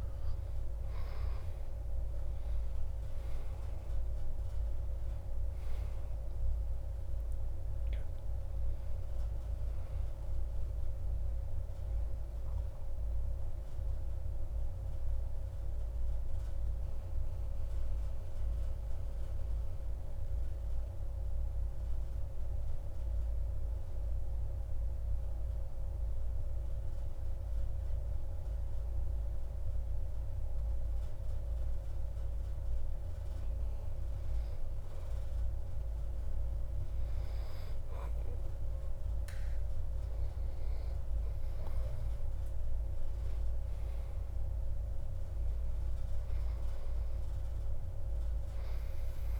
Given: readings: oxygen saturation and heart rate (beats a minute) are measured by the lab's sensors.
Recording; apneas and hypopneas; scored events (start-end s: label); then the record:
breathing in sleep, hard to hear, by a room microphone; 1
0.00-30.50 s: oxygen desaturation (device-marked, oxygen 90% lowest)
1.50-6.50 s: arousal
15.00-35.00 s: mixed apnea (oxygen 96% before, 90% lowest)
39.50-43.50 s: arousal
From the record:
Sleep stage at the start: N2 (light sleep); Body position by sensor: on the back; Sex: male